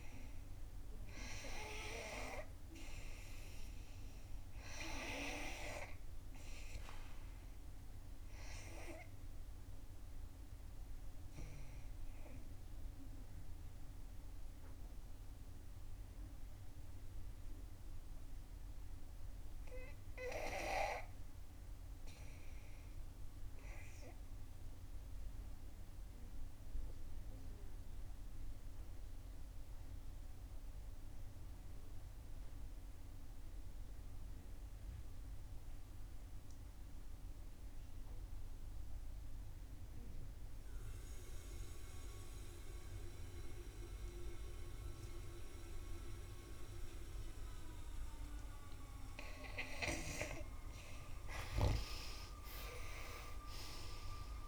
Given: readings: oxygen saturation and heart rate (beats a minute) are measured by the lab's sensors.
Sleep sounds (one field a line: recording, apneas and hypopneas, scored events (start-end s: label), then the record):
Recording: breathing in sleep by a room microphone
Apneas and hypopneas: 1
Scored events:
0.00-2.00 s: long interval between heartbeats (device-marked, heart rate 66 before, 66 extreme)
0.00-2.00 s: oxygen desaturation (device-marked, oxygen 87% lowest, heart rate 64 extreme)
11.00-49.50 s: obstructive apnea (oxygen 94% before, 78% lowest, heart rate 67 before, 63 extreme, up 7 after)
36.00-54.48 s: oxygen desaturation (device-marked, oxygen 92% before, 78% lowest, heart rate 66 before, 63 extreme)
51.50-54.48 s: snoring (device-marked)
53.00-54.48 s: arousal
From the record:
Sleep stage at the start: N2 (light sleep)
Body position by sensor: on the back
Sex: female